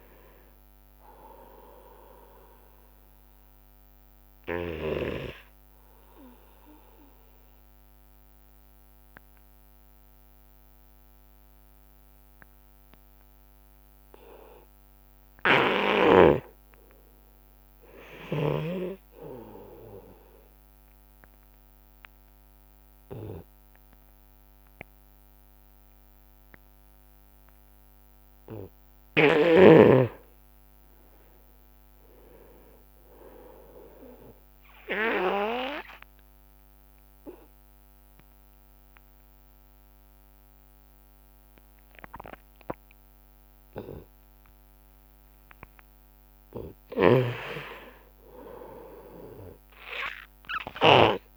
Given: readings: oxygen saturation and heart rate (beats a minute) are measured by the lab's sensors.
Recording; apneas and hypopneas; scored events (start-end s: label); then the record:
breathing in sleep by a microphone on the trachea; 3
7.00-17.00 s: obstructive apnea (oxygen 99% before, 87% lowest)
10.50-19.50 s: oxygen desaturation (device-marked, oxygen 95% before, 87% lowest)
15.50-19.00 s: snoring (device-marked)
17.50-20.00 s: arousal
21.50-31.50 s: obstructive apnea (oxygen 99% before, 86% lowest)
31.50-41.50 s: oxygen desaturation (device-marked, oxygen 99% before, 94% lowest)
32.50-35.00 s: arousal
36.50-46.50 s: obstructive apnea (oxygen 99% before, 86% lowest)
47.00-51.37 s: snoring (device-marked)
47.50-50.00 s: arousal
From the record:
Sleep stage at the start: N2 (light sleep); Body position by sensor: on the right side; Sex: male